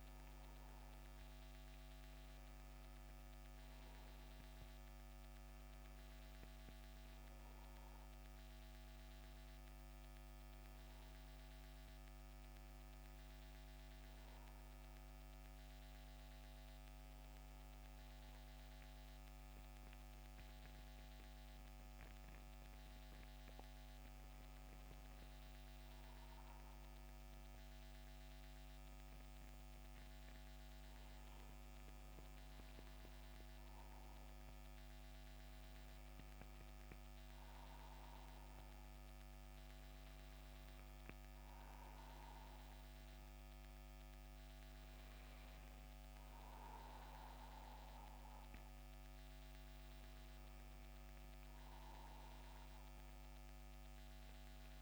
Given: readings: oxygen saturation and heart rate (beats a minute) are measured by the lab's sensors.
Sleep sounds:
breathing in sleep, hard to hear, by a microphone on the trachea; none
0.00-5.00 s: oxygen desaturation (device-marked, oxygen 90% lowest, heart rate 74 extreme)
10.00-54.82 s: new sleep stage, N2 (light sleep)
37.00-44.00 s: oxygen desaturation (device-marked, oxygen 94% before, 91% lowest, heart rate 77 before, 81 extreme)
From the record:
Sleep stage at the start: N1 (lightest sleep); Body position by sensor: on the back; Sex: male

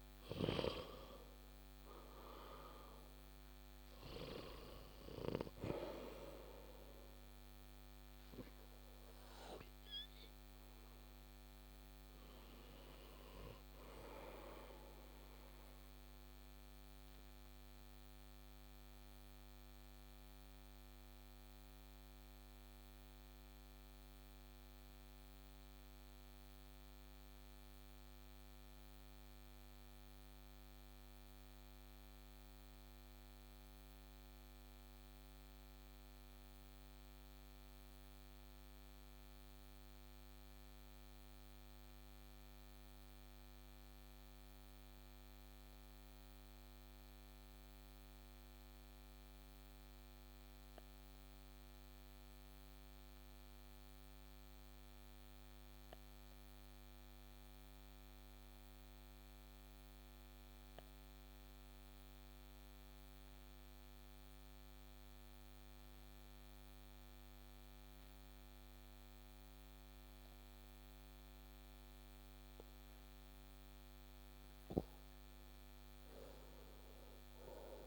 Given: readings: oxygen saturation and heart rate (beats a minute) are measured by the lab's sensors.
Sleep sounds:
breathing in sleep by a microphone on the trachea; 1
0.00-31.50 s: oxygen desaturation (device-marked, oxygen 88% lowest)
15.50-73.50 s: obstructive apnea (oxygen 96% before, 88% lowest)
61.50-77.87 s: oxygen desaturation (device-marked, oxygen 97% before, 92% lowest)
75.00-77.87 s: arousal
From the record:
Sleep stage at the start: N2 (light sleep); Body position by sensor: on the back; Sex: male

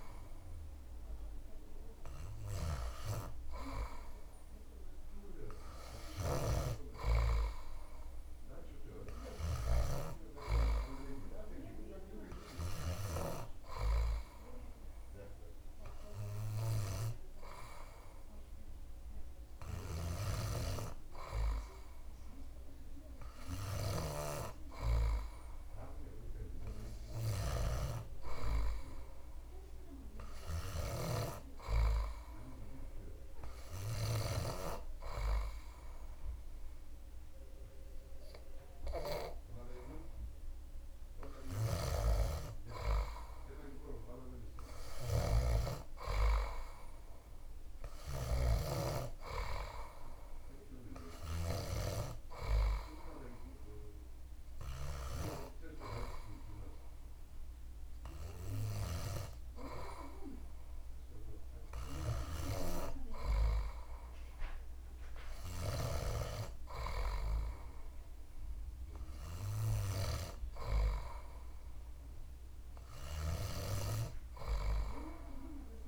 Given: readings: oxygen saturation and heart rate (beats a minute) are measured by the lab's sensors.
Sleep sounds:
breathing in sleep by a room microphone; none
9.00-27.00 s: oxygen desaturation (device-marked, oxygen 99% before, 96% lowest)
From the record:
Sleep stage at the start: N2 (light sleep); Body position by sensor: on the back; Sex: male

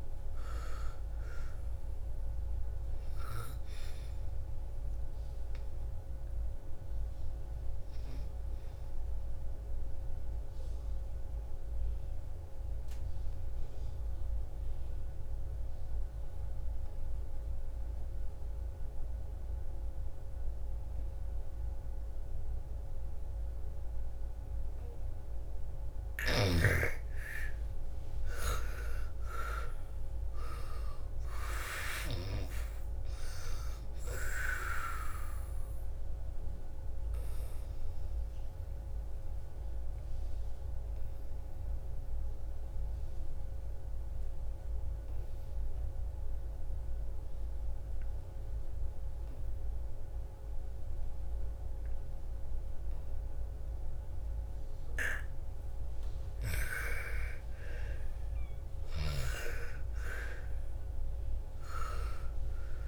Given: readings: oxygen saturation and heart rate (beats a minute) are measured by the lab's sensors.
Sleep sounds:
breathing in sleep by a room microphone; 2
0.00-21.50 s: oxygen desaturation (device-marked, oxygen 83% lowest, heart rate 54 extreme)
9.00-25.50 s: obstructive apnea (oxygen 99% before, 81% lowest, heart rate 63 before, 54 extreme, up 11 after)
23.50-50.50 s: oxygen desaturation (device-marked, oxygen 99% before, 81% lowest, heart rate 62 before, 54 extreme)
27.00-31.50 s: arousal
37.00-56.00 s: obstructive apnea (oxygen 99% before, 81% lowest, heart rate 61 before, 54 extreme, up 17 after)
57.50-61.50 s: arousal
60.50-62.88 s: oxygen desaturation (device-marked, oxygen 99% before, 84% lowest, heart rate 57 before, 54 extreme)
From the record:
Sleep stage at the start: N2 (light sleep); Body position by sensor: on the back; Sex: female

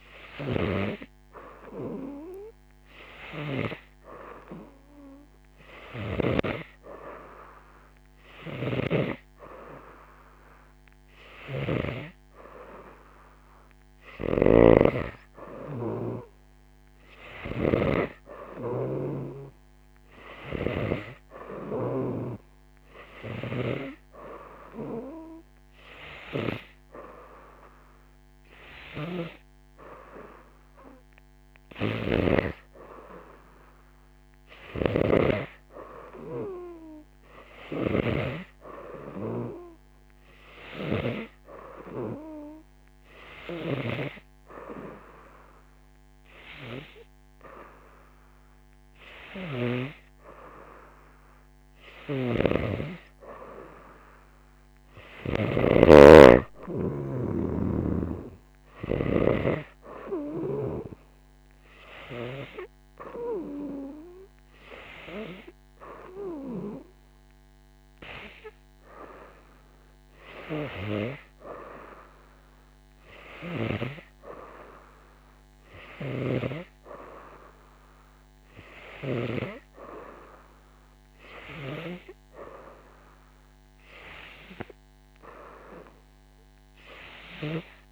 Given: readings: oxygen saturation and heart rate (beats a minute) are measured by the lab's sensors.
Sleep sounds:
breathing in sleep by a microphone on the trachea; none
0.00-6.50 s: snoring (device-marked)
8.50-12.00 s: snoring (device-marked)
14.00-21.00 s: snoring (device-marked)
34.50-50.00 s: snoring (device-marked)
52.00-55.50 s: snoring (device-marked)
57.50-61.00 s: snoring (device-marked)
60.50-80.50 s: oxygen desaturation (device-marked, oxygen 94% before, 89% lowest, heart rate 88 before, 86 extreme)
76.00-79.50 s: snoring (device-marked)
From the record:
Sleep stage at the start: N2 (light sleep); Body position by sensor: on the right side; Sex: female

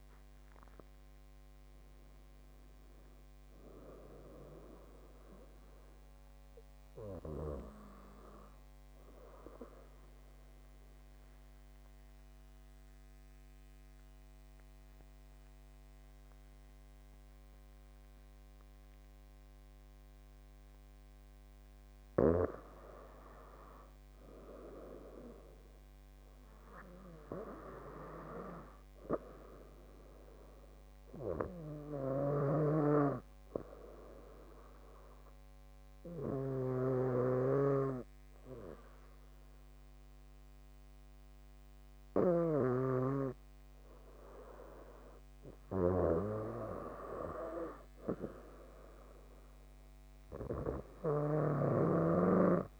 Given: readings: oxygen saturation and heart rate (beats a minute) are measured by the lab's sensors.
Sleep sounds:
breathing in sleep by a microphone on the trachea; 2
0.00-1.00 s: arousal
11.00-23.00 s: obstructive apnea (oxygen 99% before, 96% lowest)
25.00-28.00 s: arousal
35.50-45.50 s: obstructive apnea (oxygen 98% before, 95% lowest)
48.00-52.00 s: arousal
From the record:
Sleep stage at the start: N2 (light sleep); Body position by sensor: on the back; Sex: female

